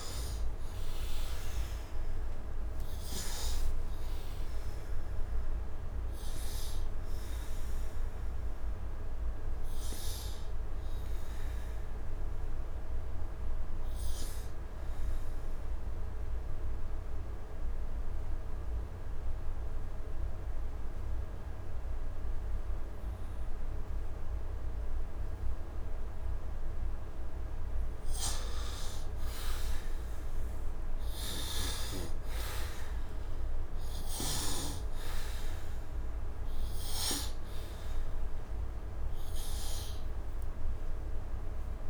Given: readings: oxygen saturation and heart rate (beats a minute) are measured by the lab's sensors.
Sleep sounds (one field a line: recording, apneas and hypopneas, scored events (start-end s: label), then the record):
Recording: breathing in sleep by a room microphone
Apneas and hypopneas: 1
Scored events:
0.00-2.00 s: arousal
0.00-16.00 s: oxygen desaturation (device-marked, oxygen 89% lowest, heart rate 75 extreme)
12.00-26.00 s: obstructive apnea (oxygen 99% before, 88% lowest, heart rate 87 before, 75 extreme, up 5 after)
28.00-41.90 s: oxygen desaturation (device-marked, oxygen 99% before, 88% lowest, heart rate 76 before, 75 extreme)
30.00-36.50 s: arousal
From the record:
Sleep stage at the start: N2 (light sleep)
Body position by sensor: on the right side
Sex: male